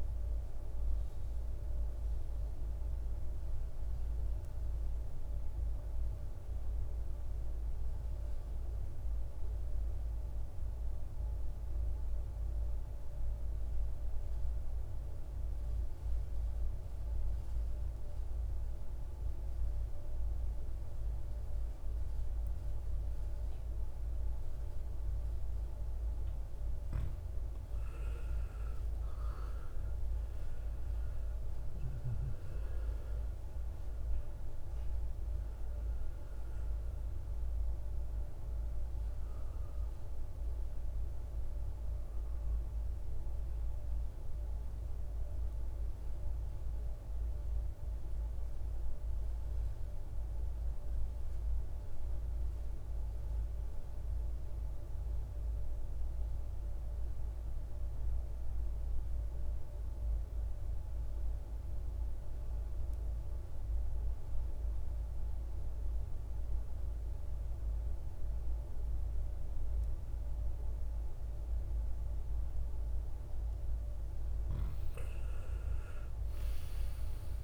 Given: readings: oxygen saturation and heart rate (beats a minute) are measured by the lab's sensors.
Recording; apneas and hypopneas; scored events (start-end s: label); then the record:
breathing in sleep, hard to hear, by a room microphone; 2
0.00-7.50 s: oxygen desaturation (device-marked, oxygen 89% lowest, heart rate 54 extreme)
3.50-26.50 s: obstructive apnea (oxygen 97% before, 87% lowest, heart rate 63 before, 56 extreme, up 11 after)
22.50-52.50 s: oxygen desaturation (device-marked, oxygen 98% before, 87% lowest, heart rate 59 before, 54 extreme)
27.50-32.50 s: arousal
44.00-73.00 s: obstructive apnea (oxygen 98% before, 87% lowest, heart rate 68 before, 54 extreme, up 18 after)
69.50-77.44 s: oxygen desaturation (device-marked, oxygen 98% before, 88% lowest, heart rate 56 before, 55 extreme)
76.00-77.44 s: arousal
From the record:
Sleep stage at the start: N2 (light sleep); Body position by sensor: on the right side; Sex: male